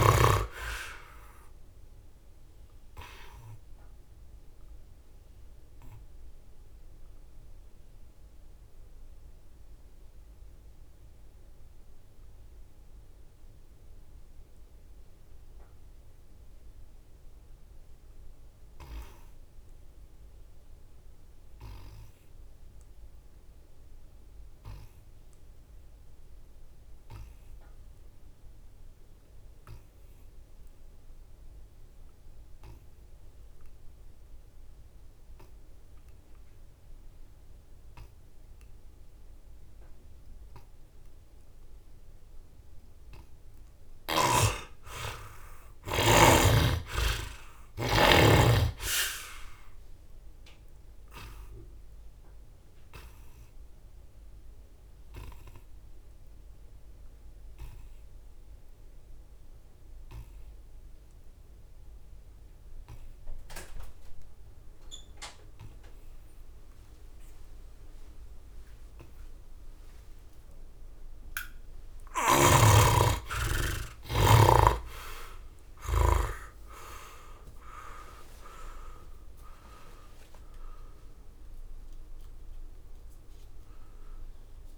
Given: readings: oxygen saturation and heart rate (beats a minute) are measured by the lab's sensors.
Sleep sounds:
breathing in sleep by a room microphone; 2
1.50-41.00 s: obstructive apnea (heart rate 70 before, 59 extreme, up 14 after)
43.50-46.50 s: arousal
49.00-69.50 s: obstructive apnea (heart rate 70 before, 56 extreme, up 1 after)
From the record:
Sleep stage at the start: N2 (light sleep); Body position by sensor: on the back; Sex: male

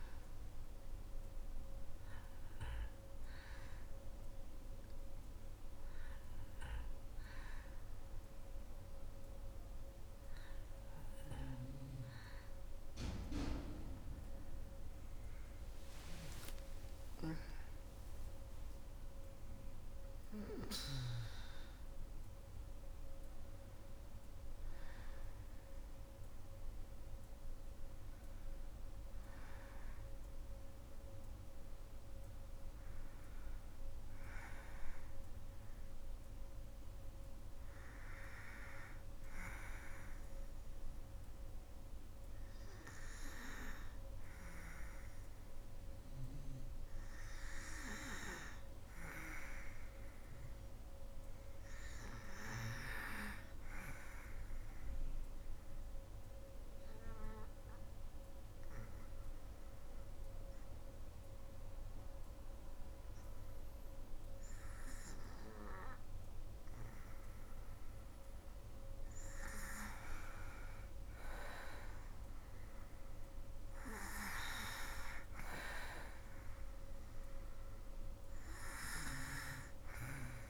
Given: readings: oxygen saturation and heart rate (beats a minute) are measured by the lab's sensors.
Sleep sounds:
breathing in sleep by a room microphone; 2
0.00-14.50 s: oxygen desaturation (device-marked, oxygen 91% lowest, heart rate 59 extreme)
1.00-16.50 s: obstructive apnea (oxygen 98% before, 89% lowest, heart rate 67 before, 59 extreme, up 19 after)
16.00-18.00 s: long interval between heartbeats (device-marked, heart rate 67 before, 78 extreme)
16.50-20.50 s: snoring (device-marked)
17.00-20.50 s: arousal
51.50-80.50 s: oxygen desaturation (device-marked, oxygen 97% before, 85% lowest, heart rate 62 before, 54 extreme)
54.50-68.00 s: obstructive apnea (oxygen 97% before, 85% lowest, heart rate 62 before, 54 extreme, up 15 after)
71.00-75.00 s: arousal
From the record:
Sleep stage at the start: N2 (light sleep); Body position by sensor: on the back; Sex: female

